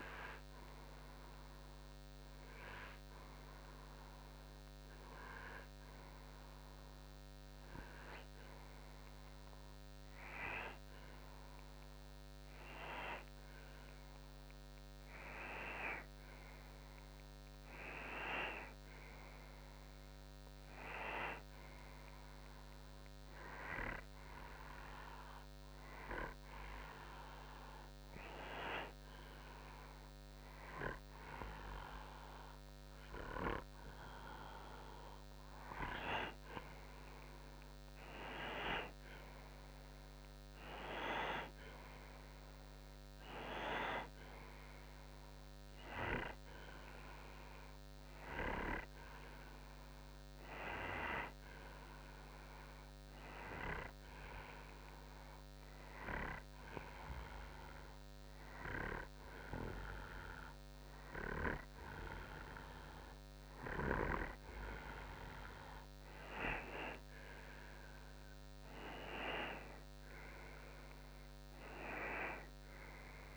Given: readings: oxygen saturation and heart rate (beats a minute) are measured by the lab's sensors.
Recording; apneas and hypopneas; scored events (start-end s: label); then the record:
breathing in sleep by a microphone on the trachea; 2
24.50-35.00 s: hypopnea (oxygen 93% before, 90% lowest, heart rate 63 before, 64 extreme, up 5 after)
37.00-40.50 s: arousal
52.00-64.00 s: hypopnea (oxygen 93% before, 90% lowest, heart rate 67 before, 63 extreme, up 3 after)
66.00-70.00 s: arousal
From the record:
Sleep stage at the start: N2 (light sleep); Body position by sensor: on the right side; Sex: male